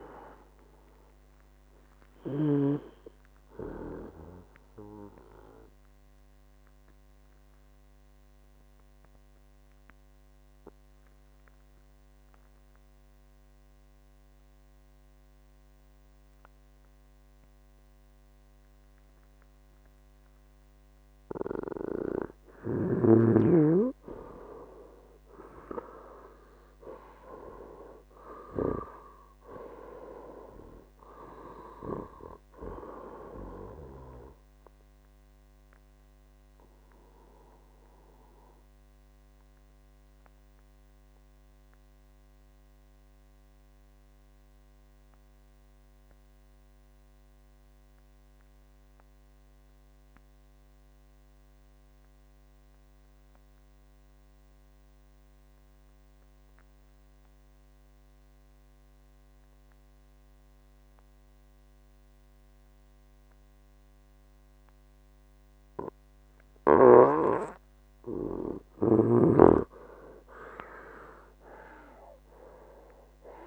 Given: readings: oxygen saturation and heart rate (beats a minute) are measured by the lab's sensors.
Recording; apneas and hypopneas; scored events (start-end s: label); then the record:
breathing in sleep by a microphone on the trachea; 2
0.00-2.00 s: arousal
0.00-5.50 s: oxygen desaturation (device-marked, oxygen 84% lowest, heart rate 56 extreme)
5.00-22.50 s: obstructive apnea (oxygen 90% before, 90% lowest, heart rate 80 before, 56 extreme, up 20 after)
24.00-28.00 s: arousal
32.50-53.50 s: oxygen desaturation (device-marked, oxygen 97% before, 93% lowest, heart rate 66 before, 59 extreme)
36.50-66.50 s: obstructive apnea (oxygen 98% before, 89% lowest, heart rate 68 before, 59 extreme, up 18 after)
66.50-73.47 s: oxygen desaturation (device-marked, oxygen 98% before, 89% lowest, heart rate 62 before, 57 extreme)
70.00-73.47 s: arousal
From the record:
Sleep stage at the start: N2 (light sleep); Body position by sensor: on the right side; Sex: male